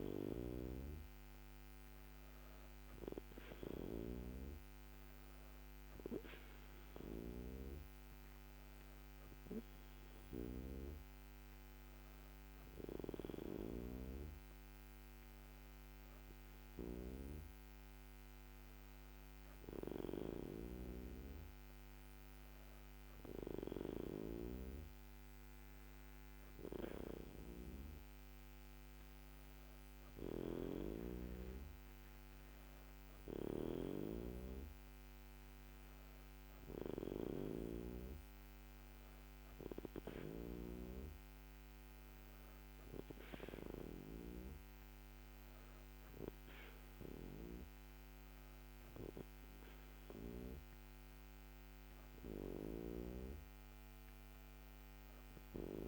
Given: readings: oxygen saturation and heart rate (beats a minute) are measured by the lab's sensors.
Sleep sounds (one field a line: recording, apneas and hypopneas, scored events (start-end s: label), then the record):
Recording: breathing in sleep by a microphone on the trachea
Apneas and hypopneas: none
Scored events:
none scored
From the record:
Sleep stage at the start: N2 (light sleep)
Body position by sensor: on the back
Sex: female